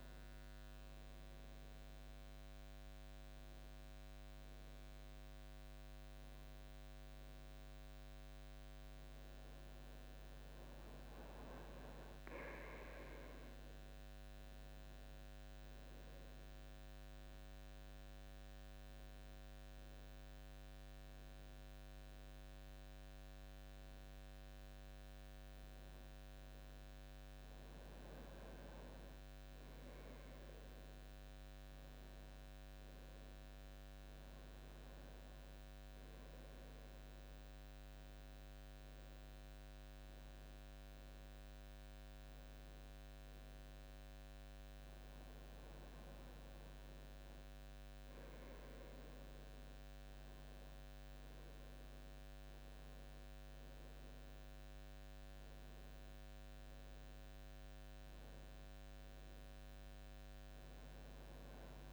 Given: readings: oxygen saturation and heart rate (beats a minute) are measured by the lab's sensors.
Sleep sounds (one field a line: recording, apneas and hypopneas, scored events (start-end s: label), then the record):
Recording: a person partly awake in a sleep study, hard to hear, by a microphone on the trachea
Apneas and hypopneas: none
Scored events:
5.50-61.93 s: new sleep stage, N1 (lightest sleep)
From the record:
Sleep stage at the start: awake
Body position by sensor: on the right side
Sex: male